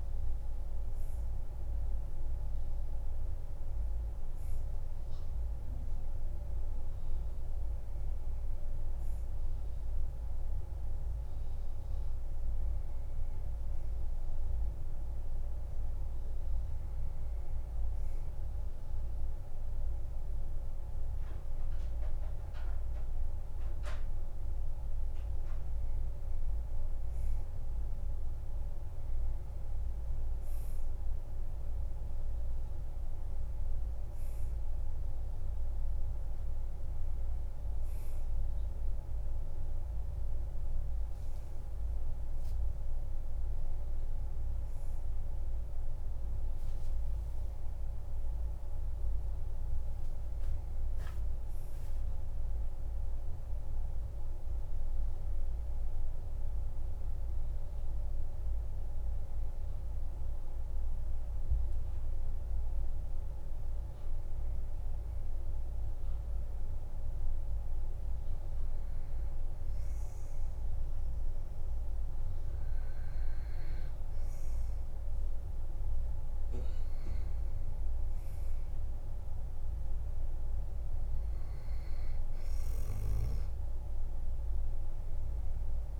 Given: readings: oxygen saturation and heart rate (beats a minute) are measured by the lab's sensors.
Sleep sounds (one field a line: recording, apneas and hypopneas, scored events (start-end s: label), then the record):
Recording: a person partly awake in a sleep study, hard to hear, by a room microphone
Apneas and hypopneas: 1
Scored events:
10.50-70.50 s: new sleep stage, N1 (lightest sleep)
59.50-75.50 s: hypopnea (oxygen 96% before, 92% lowest, heart rate 58 before, 49 extreme, up 9 after)
70.50-86.00 s: new sleep stage, N2 (light sleep)
84.50-86.00 s: arousal
From the record:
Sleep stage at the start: awake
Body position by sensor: on the back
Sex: male